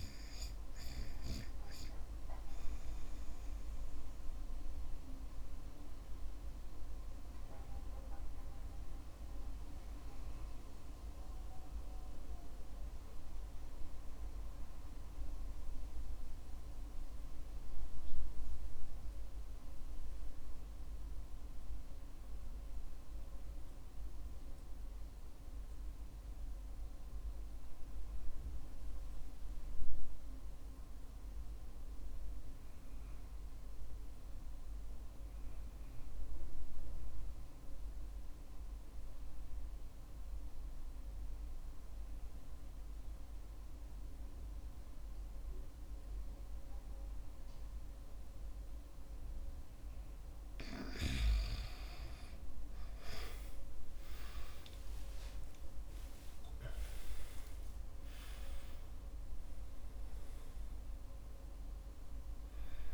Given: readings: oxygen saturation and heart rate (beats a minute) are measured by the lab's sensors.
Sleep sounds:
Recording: breathing in sleep by a room microphone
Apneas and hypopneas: 1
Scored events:
13.50-50.00 s: obstructive apnea (oxygen 96% before, 89% lowest, heart rate 57 before, 46 extreme, up 19 after)
15.00-25.00 s: oxygen desaturation (device-marked, oxygen 96% before, 93% lowest, heart rate 59 before, 46 extreme)
53.50-59.00 s: arousal
From the record:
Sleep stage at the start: REM sleep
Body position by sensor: on the back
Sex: male

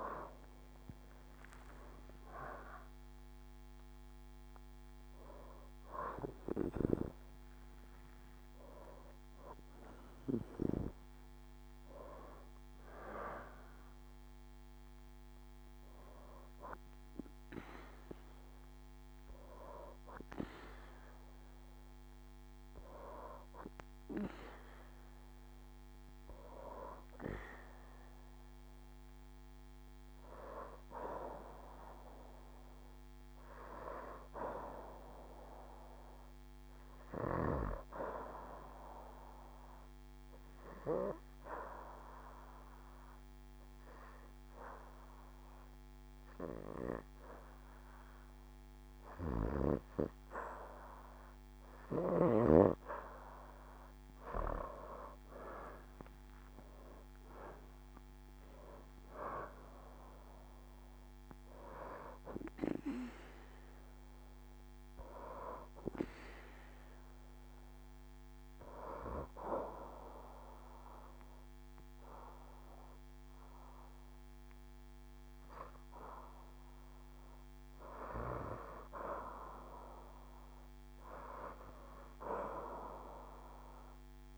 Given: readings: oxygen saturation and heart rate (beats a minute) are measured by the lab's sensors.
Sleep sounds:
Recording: breathing in sleep by a microphone on the trachea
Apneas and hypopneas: 2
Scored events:
0.00-4.00 s: tachycardia (device-marked, heart rate 107 extreme)
3.00-17.00 s: oxygen desaturation (device-marked, oxygen 85% before, 81% lowest, heart rate 80 before, 71 extreme)
10.50-12.50 s: leg movement (device-marked)
38.00-50.00 s: obstructive apnea (oxygen 93% before, 80% lowest, heart rate 73 before, 68 extreme, up 7 after)
49.00-82.00 s: oxygen desaturation (device-marked, oxygen 93% before, 80% lowest, heart rate 72 before, 68 extreme)
54.00-59.00 s: arousal
54.50-58.00 s: leg movement (device-marked)
64.50-78.50 s: hypopnea (oxygen 93% before, 80% lowest, heart rate 76 before, 68 extreme, up 4 after)
81.50-84.38 s: arousal
From the record:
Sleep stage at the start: REM sleep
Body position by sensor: on the back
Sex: female

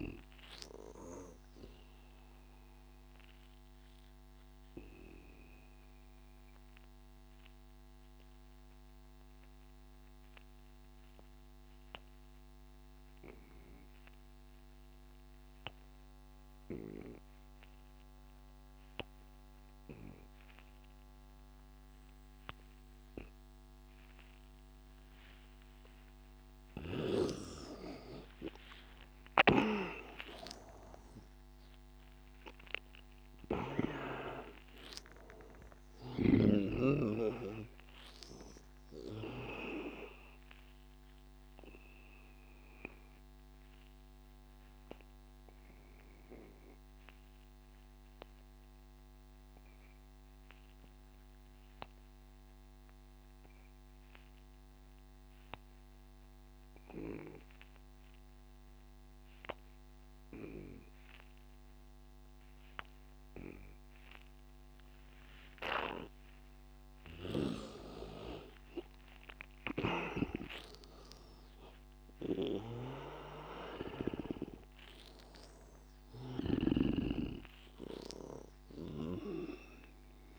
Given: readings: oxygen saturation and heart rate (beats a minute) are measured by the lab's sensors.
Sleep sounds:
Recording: breathing in sleep by a microphone on the trachea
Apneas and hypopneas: 2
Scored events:
0.00-12.00 s: oxygen desaturation (device-marked, oxygen 82% lowest, heart rate 81 extreme)
2.00-26.00 s: obstructive apnea (oxygen 99% before, 81% lowest, heart rate 90 before, 81 extreme, up 11 after)
19.00-50.00 s: oxygen desaturation (device-marked, oxygen 99% before, 81% lowest, heart rate 87 before, 77 extreme)
30.00-34.00 s: arousal
41.00-67.50 s: obstructive apnea (oxygen 99% before, 80% lowest, heart rate 89 before, 77 extreme, up 18 after)
60.00-80.39 s: oxygen desaturation (device-marked, oxygen 100% before, 80% lowest, heart rate 88 before, 77 extreme)
70.00-74.00 s: arousal
From the record:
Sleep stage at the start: N2 (light sleep)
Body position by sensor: on the back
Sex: male

